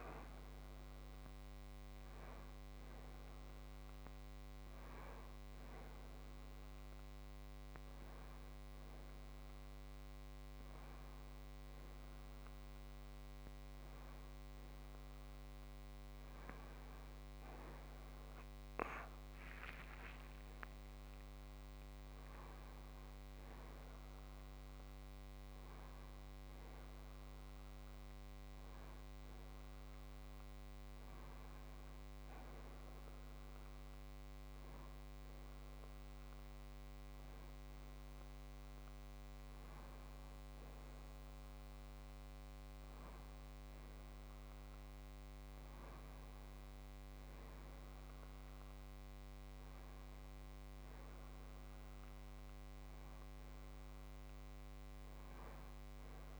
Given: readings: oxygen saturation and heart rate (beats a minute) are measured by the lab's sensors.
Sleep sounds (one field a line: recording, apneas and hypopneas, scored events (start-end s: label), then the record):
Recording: breathing in sleep, hard to hear, by a microphone on the trachea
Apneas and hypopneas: none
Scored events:
16.50-20.00 s: arousal
From the record:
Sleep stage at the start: N1 (lightest sleep)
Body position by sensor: on the back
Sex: male